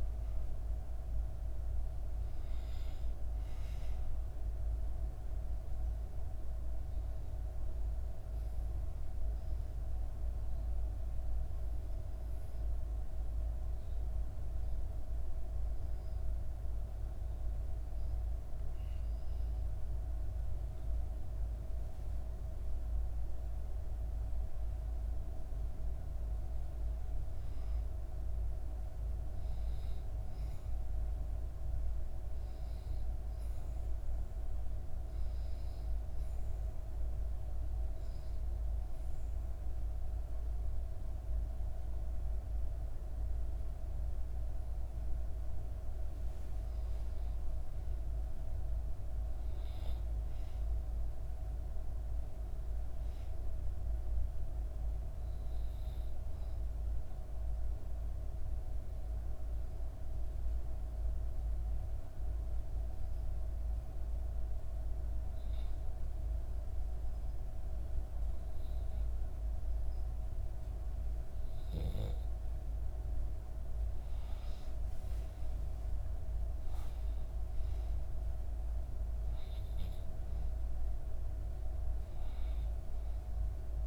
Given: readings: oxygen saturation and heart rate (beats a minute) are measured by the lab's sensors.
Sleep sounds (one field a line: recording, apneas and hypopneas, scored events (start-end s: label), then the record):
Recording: breathing in sleep, hard to hear, by a room microphone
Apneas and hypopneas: 3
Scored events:
5.00-19.50 s: obstructive apnea (oxygen 98% before, 93% lowest, heart rate 69 before, 63 extreme, up 6 after)
21.00-25.00 s: arousal
35.00-46.50 s: obstructive apnea (oxygen 97% before, 92% lowest, heart rate 66 before, 62 extreme, up 5 after)
48.50-51.50 s: arousal
57.50-70.50 s: obstructive apnea (oxygen 96% before, 92% lowest, heart rate 65 before, 62 extreme, up 5 after)
74.00-78.00 s: arousal
77.00-83.87 s: oxygen desaturation (device-marked, oxygen 96% before, 92% lowest, heart rate 63 before, 63 extreme)
From the record:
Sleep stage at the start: N2 (light sleep)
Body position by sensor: on the back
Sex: female